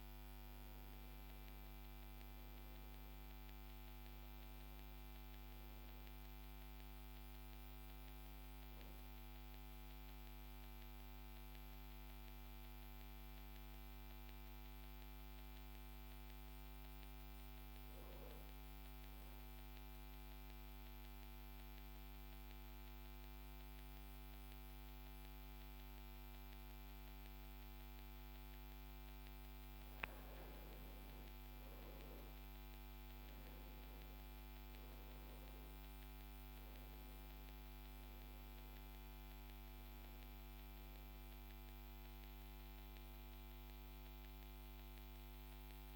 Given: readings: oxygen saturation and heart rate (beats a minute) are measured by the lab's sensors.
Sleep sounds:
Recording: breathing in sleep, hard to hear, by a microphone on the trachea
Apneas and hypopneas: 1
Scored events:
0.00-4.00 s: arousal
0.00-18.00 s: oxygen desaturation (device-marked, oxygen 93% lowest, heart rate 49 extreme)
16.00-28.50 s: central apnea (oxygen 98% before, 93% lowest, heart rate 56 before, 49 extreme, up 12 after)
16.00-45.95 s: new sleep stage, N2 (light sleep)
32.00-37.50 s: arousal
42.00-45.95 s: oxygen desaturation (device-marked, oxygen 97% before, 94% lowest, heart rate 54 before, 48 extreme)
From the record:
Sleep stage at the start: N1 (lightest sleep)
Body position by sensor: on the right side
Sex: male

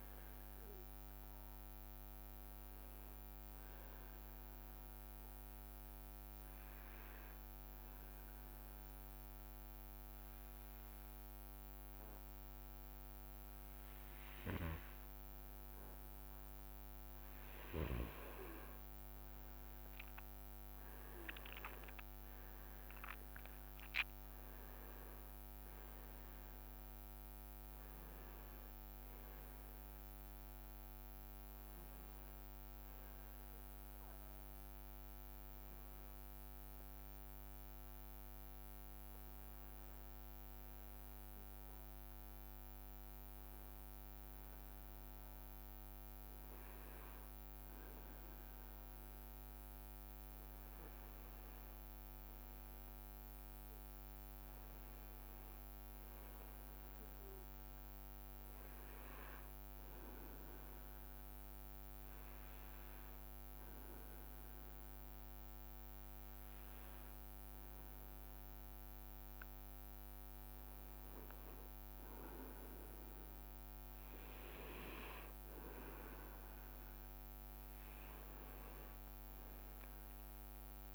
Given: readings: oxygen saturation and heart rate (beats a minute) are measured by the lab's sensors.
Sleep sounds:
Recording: breathing in sleep, hard to hear, by a microphone on the trachea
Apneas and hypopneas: 3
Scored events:
5.50-16.50 s: obstructive apnea (oxygen 98% before, 93% lowest, heart rate 67 before, 63 extreme, up 9 after)
20.00-21.50 s: leg movement (device-marked)
20.50-25.00 s: arousal
21.00-37.00 s: oxygen desaturation (device-marked, oxygen 97% before, 93% lowest, heart rate 65 before, 63 extreme)
23.50-28.00 s: leg movement (device-marked)
35.50-48.00 s: hypopnea (oxygen 97% before, 94% lowest, heart rate 70 before, 61 extreme, up 2 after)
50.50-53.50 s: arousal
57.00-71.50 s: hypopnea (oxygen 98% before, 94% lowest, heart rate 65 before, 61 extreme, up 6 after)
76.50-80.95 s: arousal
From the record:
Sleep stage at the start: N2 (light sleep)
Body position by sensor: on the back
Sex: male

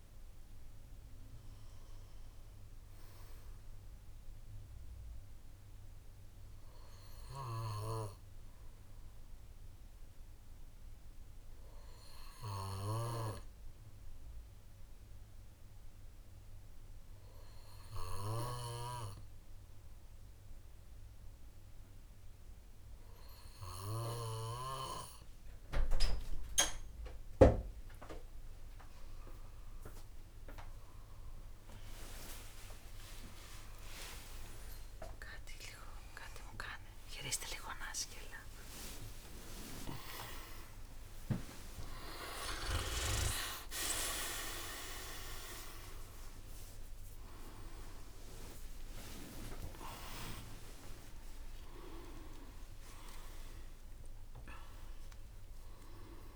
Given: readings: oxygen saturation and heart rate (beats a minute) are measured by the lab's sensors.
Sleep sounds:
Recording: a person awake in a sleep study, by a room microphone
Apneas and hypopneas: none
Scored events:
none scored
From the record:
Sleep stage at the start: awake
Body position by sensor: on the left side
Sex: male

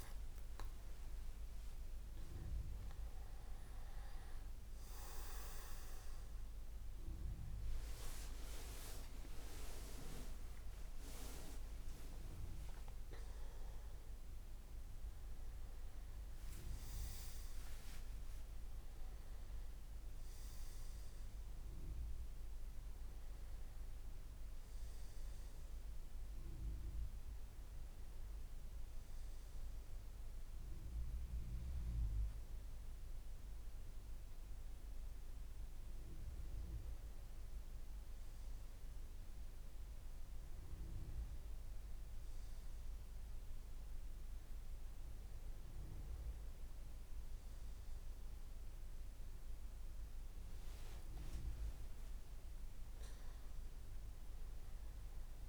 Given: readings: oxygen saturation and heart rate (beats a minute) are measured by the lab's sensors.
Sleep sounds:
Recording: a person awake in a sleep study, by a room microphone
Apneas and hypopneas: none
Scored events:
0.50-30.50 s: new sleep stage, awake
7.00-14.50 s: leg movement (device-marked)
16.00-19.00 s: leg movement (device-marked)
30.50-55.49 s: new sleep stage, N1 (lightest sleep)
51.00-53.50 s: leg movement (device-marked)
From the record:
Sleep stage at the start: N1 (lightest sleep)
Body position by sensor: on the back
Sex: male

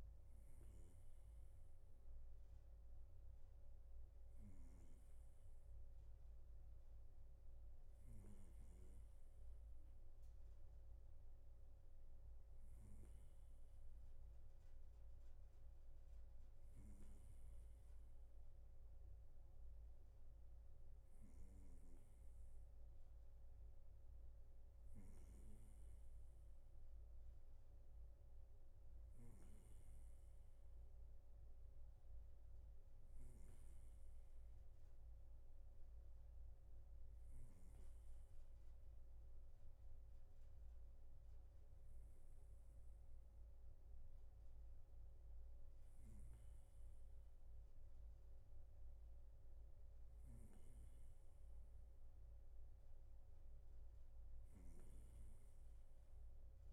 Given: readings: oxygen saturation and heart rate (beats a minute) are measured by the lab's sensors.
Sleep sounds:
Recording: breathing in sleep, hard to hear, by a room microphone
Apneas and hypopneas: none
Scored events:
none scored
From the record:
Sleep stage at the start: N3 (deep sleep)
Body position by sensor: on the right side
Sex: male

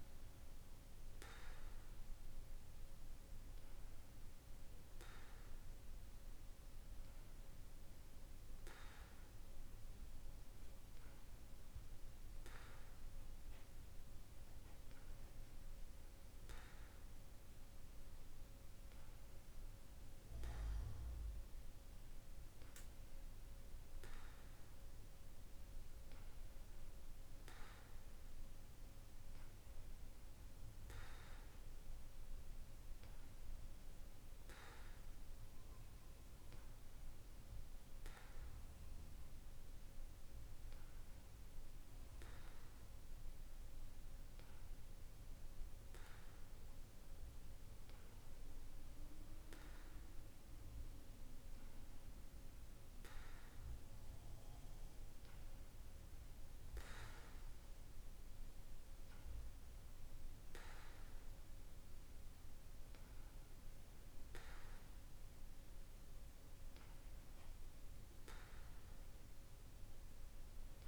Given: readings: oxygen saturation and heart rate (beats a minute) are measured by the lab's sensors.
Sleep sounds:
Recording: breathing in sleep by a room microphone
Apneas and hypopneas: none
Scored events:
none scored
From the record:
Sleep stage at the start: N2 (light sleep)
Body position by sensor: on the back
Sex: male

